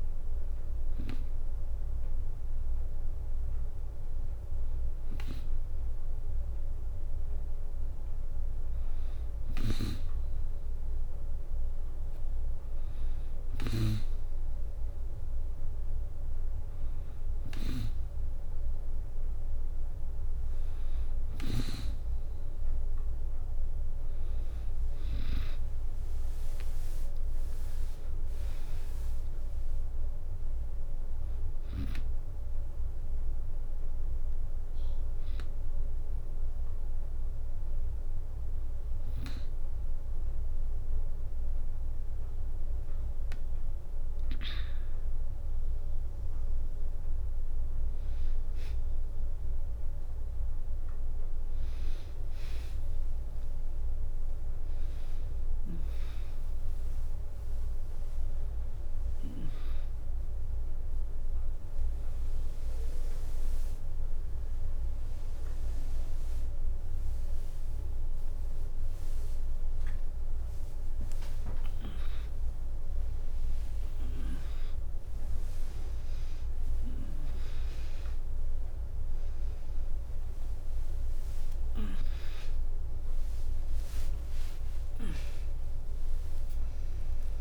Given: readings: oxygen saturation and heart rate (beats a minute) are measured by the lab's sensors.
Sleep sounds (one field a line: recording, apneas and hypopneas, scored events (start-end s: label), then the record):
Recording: a person awake in a sleep study, by a room microphone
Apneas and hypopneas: 1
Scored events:
0.00-3.50 s: drop in pulse transit time (device-marked, heart rate 62 extreme)
25.50-38.50 s: drop in pulse transit time (device-marked, heart rate 63 before, 64 extreme)
26.50-30.00 s: arousal
36.00-46.50 s: hypopnea (oxygen 96% before, 93% lowest, heart rate 67 before, 62 extreme, up 4 after)
38.50-87.41 s: new sleep stage, awake
54.50-70.50 s: oxygen desaturation (device-marked, oxygen 97% before, 93% lowest, heart rate 64 before, 72 extreme)
57.50 s: drop in pulse transit time (device-marked)
59.50-71.50 s: drop in pulse transit time (device-marked, heart rate 65 before, 77 extreme)
62.50-64.50 s: long interval between heartbeats (device-marked, heart rate 68 before, 88 extreme)
66.50-73.50 s: tachycardia (device-marked, heart rate 65 before, 142 extreme)
68.00-70.00 s: long interval between heartbeats (device-marked, heart rate 73 before, 91 extreme)
70.00-72.00 s: long interval between heartbeats (device-marked, heart rate 76 before, 109 extreme)
72.00-74.00 s: long interval between heartbeats (device-marked, heart rate 81 before, 133 extreme)
78.00-80.00 s: long interval between heartbeats (device-marked, heart rate 99 before, 93 extreme)
80.50-82.50 s: long interval between heartbeats (device-marked, heart rate 101 before, 98 extreme)
80.50-83.50 s: tachycardia (device-marked, heart rate 66 before, 100 extreme)
From the record:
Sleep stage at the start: N2 (light sleep)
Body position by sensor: on the back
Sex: female